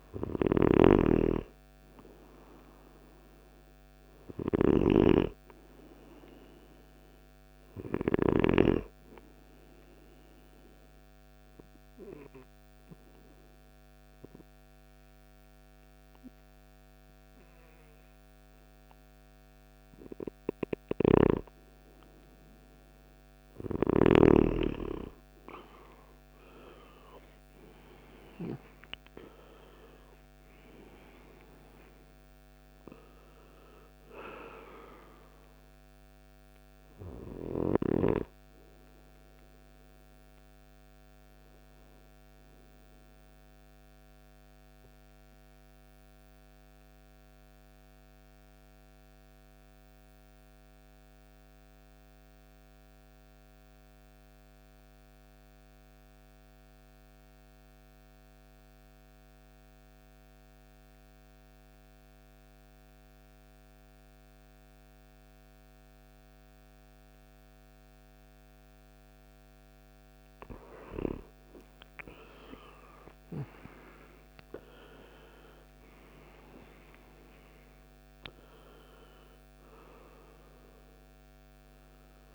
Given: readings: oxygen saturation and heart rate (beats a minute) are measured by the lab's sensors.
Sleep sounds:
breathing in sleep by a microphone on the trachea; 2
0.00-4.00 s: snoring (device-marked)
4.00-19.00 s: oxygen desaturation (device-marked, oxygen 99% before, 93% lowest, heart rate 58 before, 52 extreme)
9.00-20.00 s: obstructive apnea (oxygen 99% before, 91% lowest, heart rate 60 before, 52 extreme, up 10 after)
24.00-29.00 s: arousal
34.00-50.00 s: oxygen desaturation (device-marked, oxygen 95% before, 91% lowest, heart rate 68 before, 52 extreme)
46.00-69.50 s: obstructive apnea (oxygen 95% before, 87% lowest, heart rate 64 before, 53 extreme, up 24 after)
69.00-82.35 s: oxygen desaturation (device-marked, oxygen 98% before, 87% lowest, heart rate 58 before, 52 extreme)
72.50-76.00 s: arousal
From the record:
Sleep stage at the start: N2 (light sleep); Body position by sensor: on the right side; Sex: male

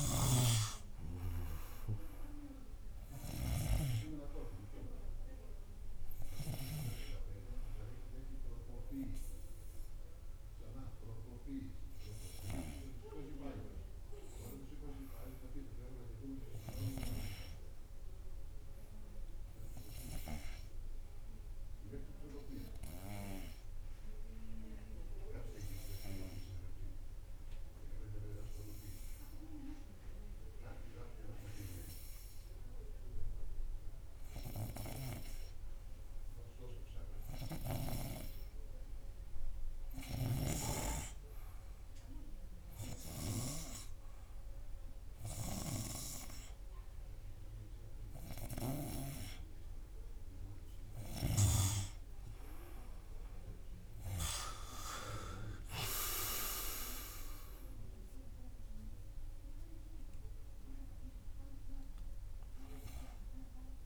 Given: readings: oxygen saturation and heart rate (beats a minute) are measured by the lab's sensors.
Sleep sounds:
breathing in sleep by a room microphone; 1
0.00-1.00 s: arousal
0.00-4.00 s: snoring (device-marked)
26.50-36.50 s: obstructive apnea (oxygen 98% before, 96% lowest, heart rate 94 before, 91 extreme, up 1 after)
38.50-42.00 s: arousal
59.50-63.86 s: arousal
From the record:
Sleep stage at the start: N2 (light sleep); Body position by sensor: on the front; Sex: male

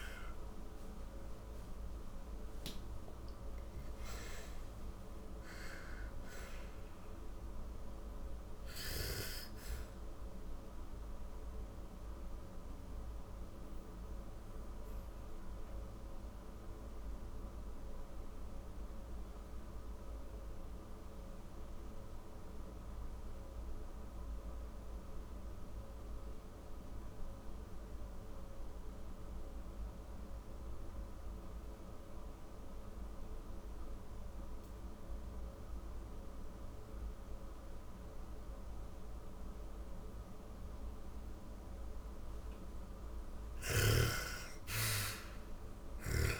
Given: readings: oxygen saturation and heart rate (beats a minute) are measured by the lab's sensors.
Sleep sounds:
breathing in sleep, hard to hear, by a room microphone; 1
0.00-17.50 s: oxygen desaturation (device-marked, oxygen 79% lowest, heart rate 40 extreme)
7.00-41.50 s: obstructive apnea (oxygen 97% before, 79% lowest, heart rate 89 before, 40 extreme, up 30 after)
35.50-46.40 s: oxygen desaturation (device-marked, oxygen 99% before, 83% lowest, heart rate 49 before, 39 extreme)
42.00-45.50 s: snoring (device-marked)
42.50-46.40 s: arousal
From the record:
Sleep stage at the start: N2 (light sleep); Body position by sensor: on the back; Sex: female

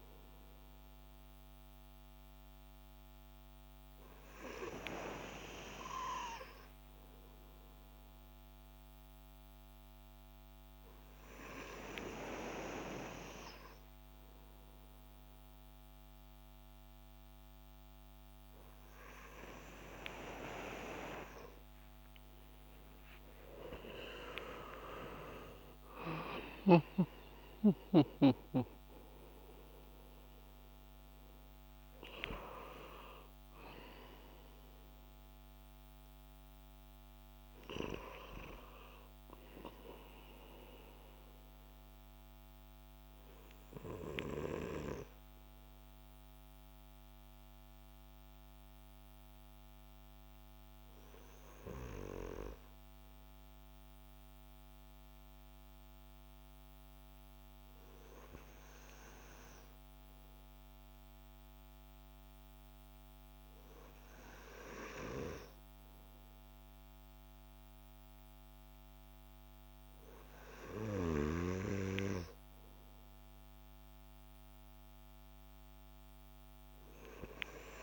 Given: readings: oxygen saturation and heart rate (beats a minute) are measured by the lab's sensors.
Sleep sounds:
breathing in sleep by a microphone on the trachea; 1
15.50-77.83 s: new sleep stage, N2 (light sleep)
23.00-29.00 s: arousal
41.50-73.50 s: obstructive apnea (oxygen 97% before, 96% lowest)
From the record:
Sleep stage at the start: N3 (deep sleep); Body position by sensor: on the back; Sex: male

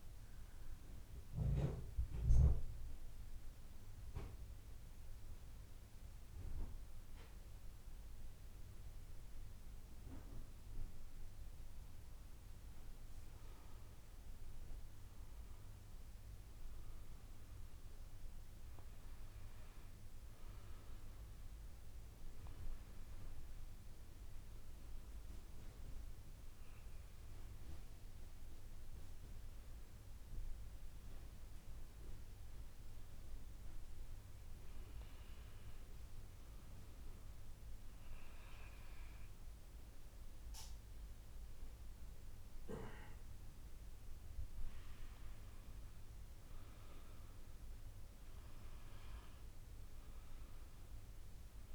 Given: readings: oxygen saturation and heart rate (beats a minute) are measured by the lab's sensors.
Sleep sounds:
breathing in sleep by a room microphone; 1
24.00-36.50 s: hypopnea (oxygen 98% before, 96% lowest, heart rate 53 before, 51 extreme, up 4 after)
40.00-44.00 s: arousal
From the record:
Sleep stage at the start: N2 (light sleep); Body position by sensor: on the back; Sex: female

